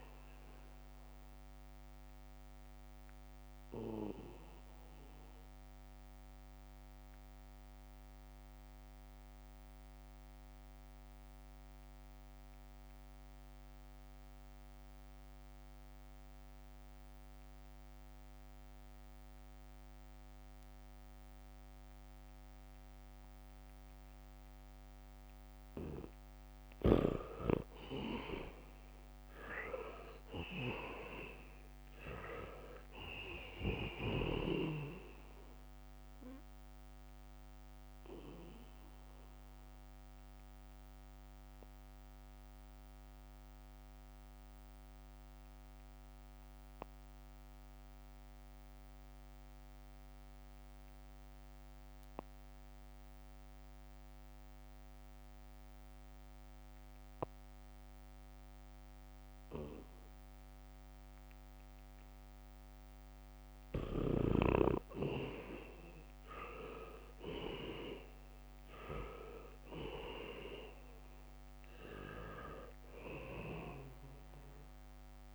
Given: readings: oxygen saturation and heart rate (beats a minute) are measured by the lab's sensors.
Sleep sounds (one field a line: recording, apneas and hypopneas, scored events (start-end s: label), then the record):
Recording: breathing in sleep by a microphone on the trachea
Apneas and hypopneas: 2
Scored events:
0.00-20.00 s: oxygen desaturation (device-marked, oxygen 78% lowest, heart rate 64 extreme)
4.00-23.50 s: obstructive apnea (oxygen 98% before, 78% lowest, heart rate 67 before, 69 extreme, up 0 after)
22.00-51.00 s: oxygen desaturation (device-marked, oxygen 99% before, 78% lowest, heart rate 72 before, 61 extreme)
29.50-33.50 s: arousal
39.50-64.00 s: obstructive apnea (oxygen 99% before, 77% lowest, heart rate 71 before, 61 extreme, up 8 after)
40.50-43.00 s: leg movement (device-marked)
58.00-75.34 s: oxygen desaturation (device-marked, oxygen 98% before, 77% lowest, heart rate 70 before, 61 extreme)
61.50-62.50 s: leg movement (device-marked)
63.50-74.00 s: leg movement (device-marked)
66.50-70.50 s: arousal
From the record:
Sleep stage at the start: N2 (light sleep)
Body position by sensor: on the back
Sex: male